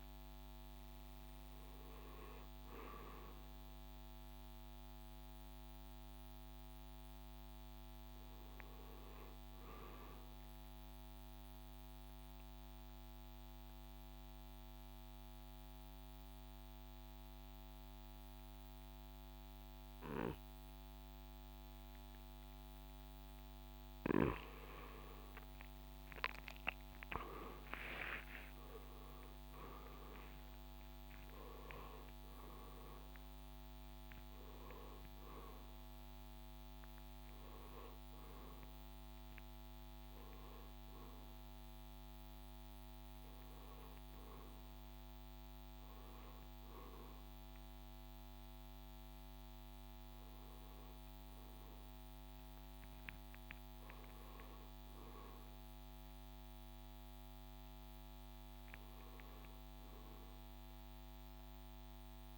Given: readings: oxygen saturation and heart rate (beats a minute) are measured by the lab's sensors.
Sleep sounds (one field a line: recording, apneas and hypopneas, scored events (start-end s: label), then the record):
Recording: a person partly awake in a sleep study, hard to hear, by a microphone on the trachea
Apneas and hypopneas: 1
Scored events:
0.00-1.00 s: arousal
0.00-8.00 s: drop in pulse transit time (device-marked, heart rate 73 extreme)
0.00-16.00 s: oxygen desaturation (device-marked, oxygen 94% before, 87% lowest, heart rate 70 before, 69 extreme)
11.50-25.00 s: mixed apnea (oxygen 96% before, 87% lowest, heart rate 74 before, 69 extreme, up 10 after)
25.00-55.00 s: new sleep stage, awake
29.00-41.00 s: drop in pulse transit time (device-marked, heart rate 74 before, 73 extreme)
31.00-50.00 s: oxygen desaturation (device-marked, oxygen 97% before, 89% lowest, heart rate 74 before, 70 extreme)
55.00-62.38 s: new sleep stage, N1 (lightest sleep)
From the record:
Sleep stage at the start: N1 (lightest sleep)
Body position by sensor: on the back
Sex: male